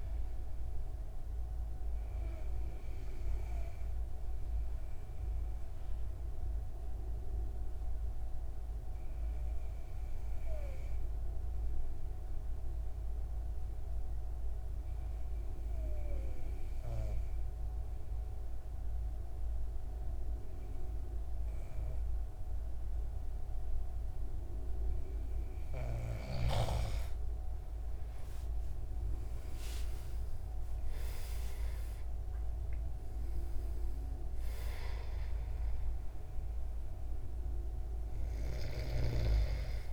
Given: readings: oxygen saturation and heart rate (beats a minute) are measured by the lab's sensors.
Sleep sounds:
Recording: breathing in sleep by a room microphone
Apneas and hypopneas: 1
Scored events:
0.00-3.50 s: oxygen desaturation (device-marked, oxygen 93% lowest, heart rate 27 extreme)
2.00-25.50 s: obstructive apnea (oxygen 98% before, 92% lowest, heart rate 77 before, 50 extreme, up 43 after)
29.00-34.00 s: arousal
29.50-39.93 s: oxygen desaturation (device-marked, oxygen 96% before, 92% lowest, heart rate 64 before, 66 extreme)
From the record:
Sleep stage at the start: N2 (light sleep)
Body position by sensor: on the back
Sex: male

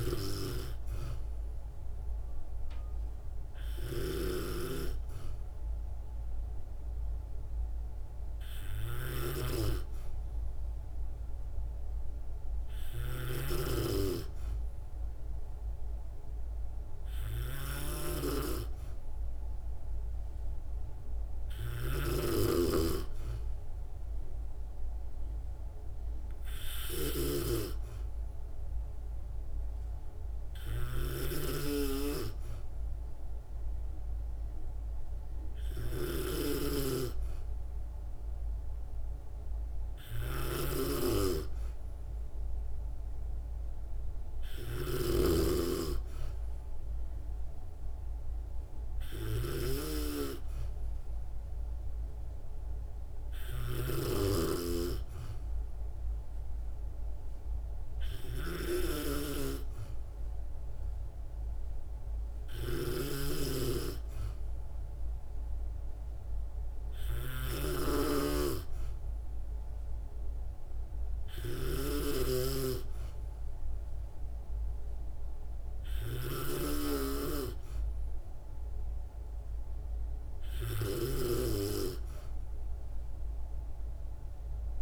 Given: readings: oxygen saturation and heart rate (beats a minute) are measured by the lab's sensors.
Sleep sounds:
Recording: breathing in sleep by a room microphone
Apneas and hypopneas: none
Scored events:
0.00-84.82 s: snoring (device-marked)
From the record:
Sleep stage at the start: N2 (light sleep)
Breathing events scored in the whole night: 200 in 7.3 hours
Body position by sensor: on the back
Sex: female

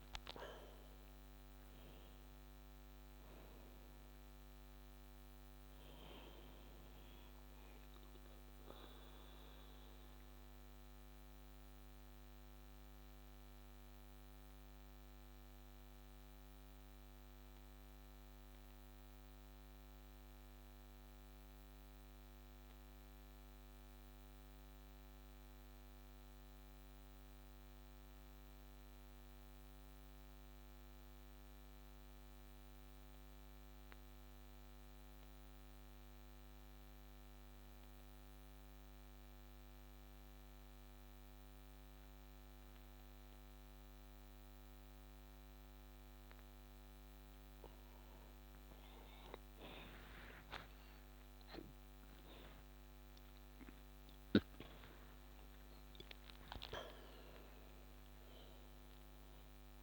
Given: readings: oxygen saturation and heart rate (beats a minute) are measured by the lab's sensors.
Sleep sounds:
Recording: breathing in sleep by a microphone on the trachea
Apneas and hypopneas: 1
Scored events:
0.00-3.00 s: arousal
9.50-47.00 s: obstructive apnea (oxygen 96% before, 92% lowest)
10.00-59.83 s: new sleep stage, N2 (light sleep)
44.00-59.83 s: oxygen desaturation (device-marked, oxygen 97% before, 92% lowest)
49.50-55.50 s: arousal
From the record:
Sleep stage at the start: N1 (lightest sleep)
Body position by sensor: on the back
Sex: male

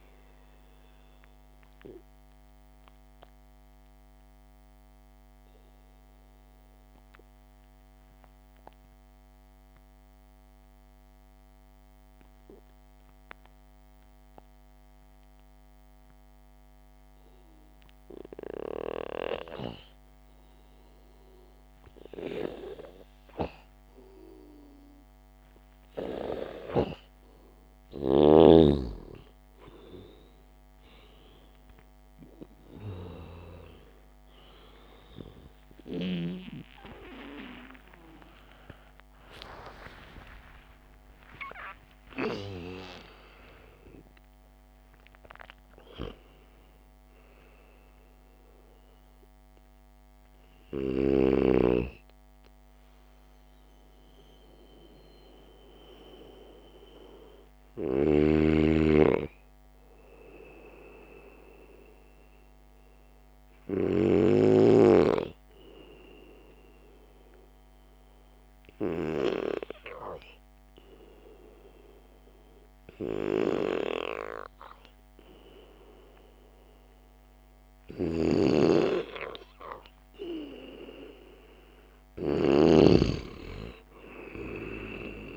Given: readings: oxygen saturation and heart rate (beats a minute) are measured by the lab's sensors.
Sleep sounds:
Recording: breathing in sleep by a microphone on the trachea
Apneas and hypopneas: 1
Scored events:
0.00-1.50 s: arousal
3.50-18.00 s: obstructive apnea (oxygen 98% before, 93% lowest, heart rate 58 before, 51 extreme)
10.00-22.00 s: oxygen desaturation (device-marked, oxygen 96% before, 93% lowest, heart rate 60 before, 51 extreme)
32.50-38.50 s: arousal
58.50-65.00 s: snoring (device-marked)
78.50-83.00 s: snoring (device-marked)
From the record:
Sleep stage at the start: N2 (light sleep)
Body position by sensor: on the back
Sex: male

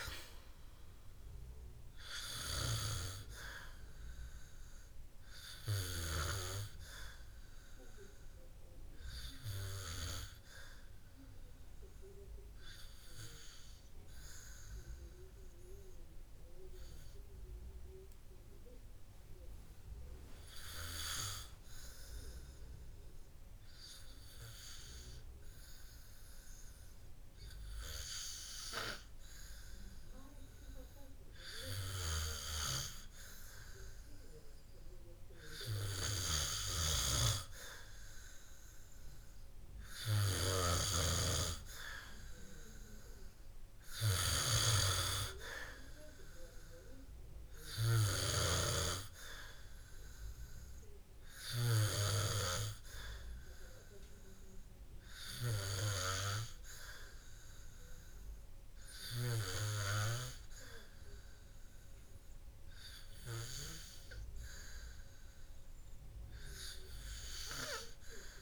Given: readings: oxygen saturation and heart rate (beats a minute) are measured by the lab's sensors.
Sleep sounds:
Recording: breathing in sleep by a room microphone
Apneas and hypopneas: 2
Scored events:
2.50-22.50 s: hypopnea (oxygen 98% before, 93% lowest, heart rate 61 before, 52 extreme, up 9 after)
19.50-28.50 s: oxygen desaturation (device-marked, oxygen 97% before, 93% lowest, heart rate 58 before, 53 extreme)
25.00-27.50 s: arousal
37.50-49.50 s: snoring (device-marked)
46.00-58.50 s: hypopnea (oxygen 98% before, 93% lowest, heart rate 58 before, 56 extreme, up 1 after)
60.00-62.50 s: arousal
66.50-68.42 s: oxygen desaturation (device-marked, oxygen 96% before, 93% lowest, heart rate 59 before, 56 extreme)
From the record:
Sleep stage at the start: N2 (light sleep)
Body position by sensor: on the back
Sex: male

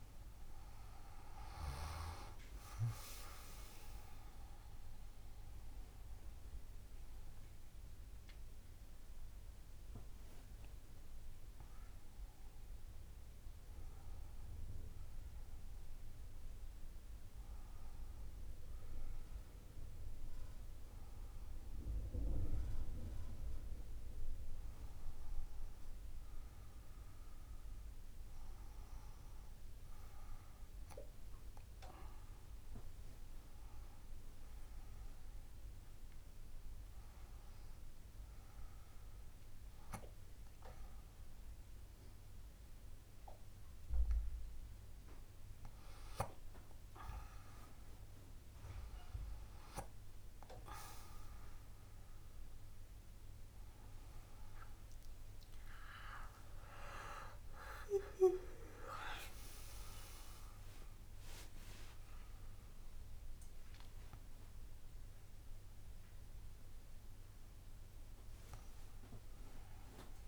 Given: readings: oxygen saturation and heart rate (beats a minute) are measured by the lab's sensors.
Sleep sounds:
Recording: a person awake in a sleep study, by a room microphone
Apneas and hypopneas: none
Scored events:
none scored
From the record:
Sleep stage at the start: awake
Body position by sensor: on the back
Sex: female

